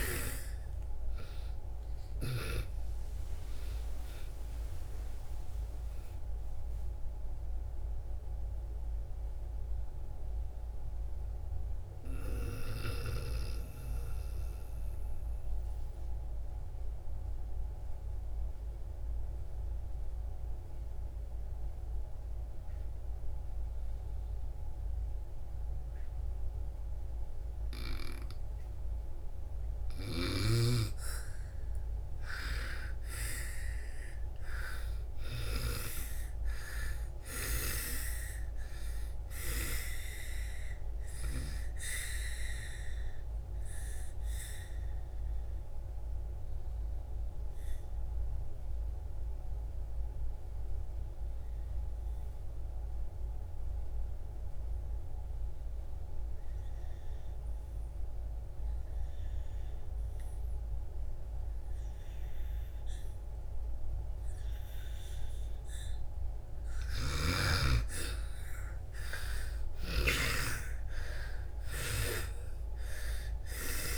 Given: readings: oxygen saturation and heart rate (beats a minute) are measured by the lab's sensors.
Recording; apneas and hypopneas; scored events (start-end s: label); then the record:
breathing in sleep by a room microphone; 2
0.00-2.00 s: arousal
0.00-6.50 s: oxygen desaturation (device-marked, oxygen 86% lowest)
7.00-30.50 s: mixed apnea (oxygen 96% before, 81% lowest)
8.50-25.50 s: oxygen desaturation (device-marked, oxygen 89% before, 81% lowest)
31.50-51.50 s: oxygen desaturation (device-marked, oxygen 99% before, 86% lowest)
32.00-36.50 s: arousal
42.00-66.50 s: obstructive apnea (oxygen 99% before, 81% lowest)
63.50-73.98 s: oxygen desaturation (device-marked, oxygen 98% before, 81% lowest)
67.50-72.00 s: arousal
From the record:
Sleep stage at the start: N2 (light sleep); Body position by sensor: on the back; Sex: female